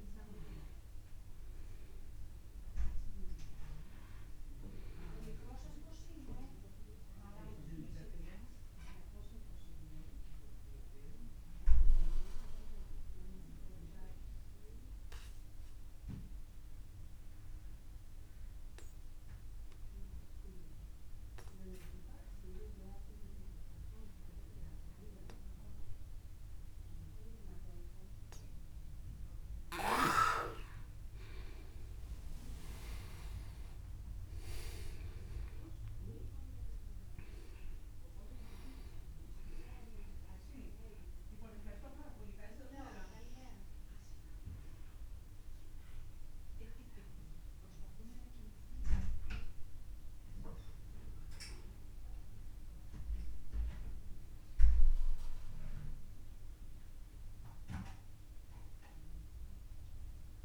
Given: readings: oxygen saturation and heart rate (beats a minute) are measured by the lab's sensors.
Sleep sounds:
breathing in sleep by a room microphone; 1
0.00-7.00 s: oxygen desaturation (device-marked, oxygen 94% lowest, heart rate 40 extreme)
5.50-30.00 s: obstructive apnea (oxygen 99% before, 90% lowest, heart rate 61 before, 38 extreme)
28.00-57.00 s: oxygen desaturation (device-marked, oxygen 98% before, 90% lowest, heart rate 79 before, 37 extreme)
32.00-35.50 s: arousal
32.00-37.00 s: tachycardia (device-marked, heart rate 58 before, 132 extreme)
From the record:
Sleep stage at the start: N2 (light sleep); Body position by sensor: on the back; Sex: male

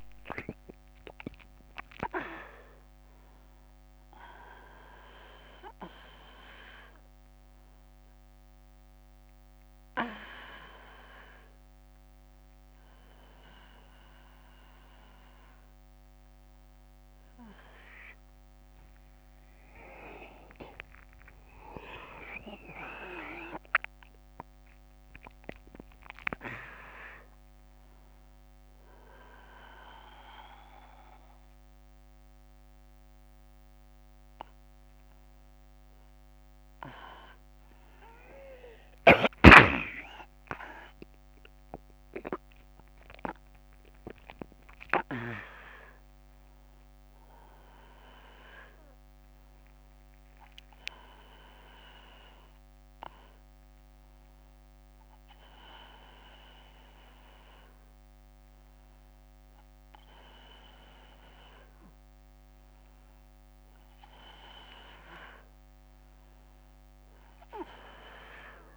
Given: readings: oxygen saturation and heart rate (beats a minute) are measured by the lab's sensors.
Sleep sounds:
a person awake in a sleep study, by a microphone on the trachea; none
none scored
From the record:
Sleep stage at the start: awake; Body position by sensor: on the back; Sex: male

